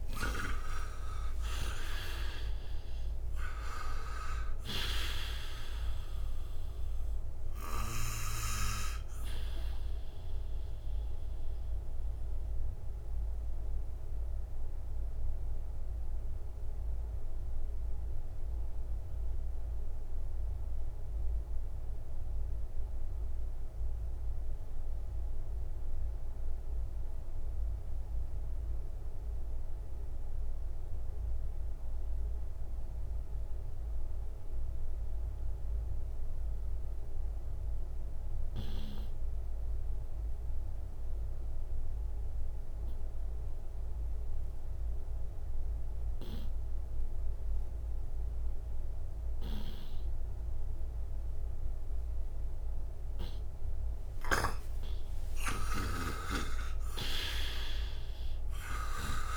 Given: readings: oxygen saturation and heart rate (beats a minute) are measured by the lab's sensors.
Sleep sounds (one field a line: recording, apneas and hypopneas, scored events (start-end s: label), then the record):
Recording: breathing in sleep by a room microphone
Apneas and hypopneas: 1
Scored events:
0.00-1.50 s: arousal
1.00-28.00 s: oxygen desaturation (device-marked, oxygen 98% before, 88% lowest, heart rate 60 before, 57 extreme)
11.50-53.00 s: obstructive apnea (oxygen 98% before, 82% lowest, heart rate 72 before, 57 extreme, up 18 after)
38.00-59.37 s: oxygen desaturation (device-marked, oxygen 99% before, 82% lowest, heart rate 60 before, 58 extreme)
54.00-59.00 s: snoring (device-marked)
54.50-59.00 s: arousal
From the record:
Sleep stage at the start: N2 (light sleep)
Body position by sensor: on the right side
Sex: male